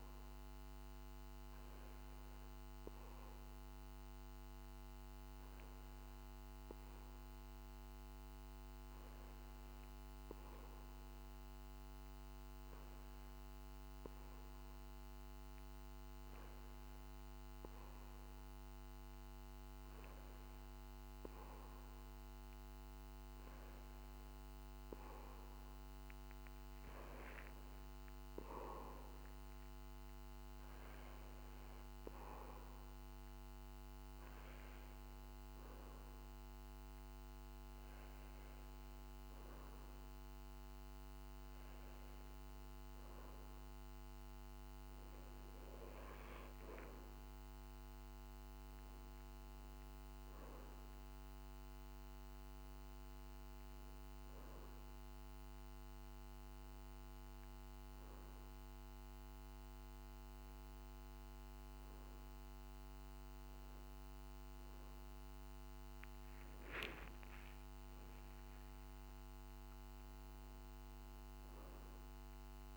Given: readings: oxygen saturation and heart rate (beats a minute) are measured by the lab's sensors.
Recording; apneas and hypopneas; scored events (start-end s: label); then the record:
breathing in sleep, hard to hear, by a microphone on the trachea; 1
4.00-24.00 s: hypopnea (oxygen 94% before, 94% lowest, heart rate 51 before, 48 extreme, up 3 after)
26.50-30.50 s: arousal
63.50-67.00 s: arousal
From the record:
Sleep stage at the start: N2 (light sleep); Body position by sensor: on the back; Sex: male